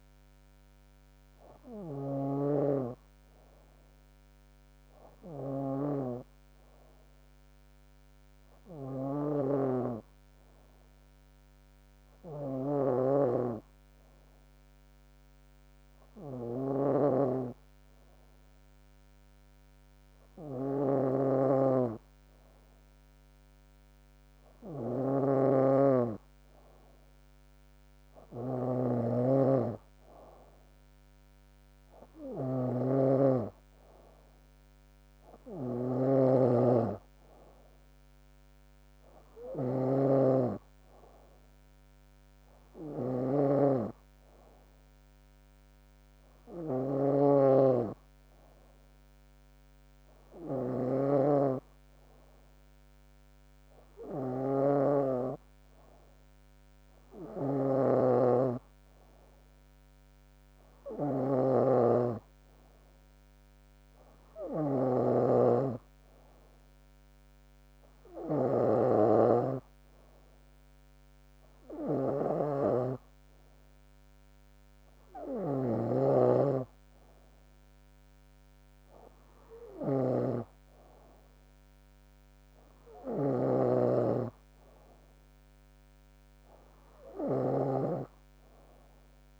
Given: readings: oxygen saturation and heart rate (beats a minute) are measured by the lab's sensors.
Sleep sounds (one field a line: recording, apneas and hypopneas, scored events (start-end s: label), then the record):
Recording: breathing in sleep by a microphone on the trachea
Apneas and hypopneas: 1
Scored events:
2.00-4.00 s: long interval between heartbeats (device-marked, heart rate 68 before, 73 extreme)
7.00-22.50 s: hypopnea (oxygen 97% before, 93% lowest, heart rate 69 before, 64 extreme, up 2 after)
24.00-27.50 s: arousal
30.00-48.00 s: oxygen desaturation (device-marked, oxygen 96% before, 93% lowest, heart rate 65 before, 67 extreme)
From the record:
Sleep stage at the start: N2 (light sleep)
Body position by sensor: on the back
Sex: female